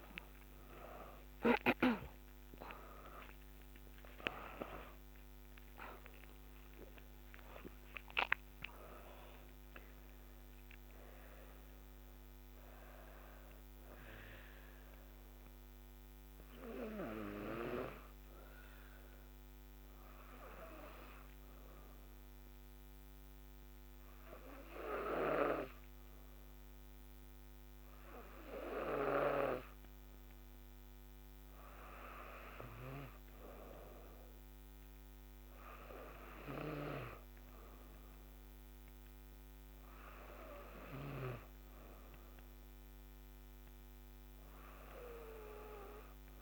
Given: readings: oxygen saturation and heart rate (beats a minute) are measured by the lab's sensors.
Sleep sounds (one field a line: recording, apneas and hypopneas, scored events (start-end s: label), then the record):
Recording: a person partly awake in a sleep study, by a microphone on the trachea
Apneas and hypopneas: 1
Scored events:
6.00-12.00 s: oxygen desaturation (device-marked, oxygen 99% before, 96% lowest, heart rate 97 before, 52 extreme)
14.00-46.42 s: new sleep stage, N2 (light sleep)
15.50-28.00 s: hypopnea (oxygen 99% before, 95% lowest, heart rate 106 before, 51 extreme, up 3 after)
31.50-35.50 s: arousal
From the record:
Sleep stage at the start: awake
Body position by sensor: on the back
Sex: female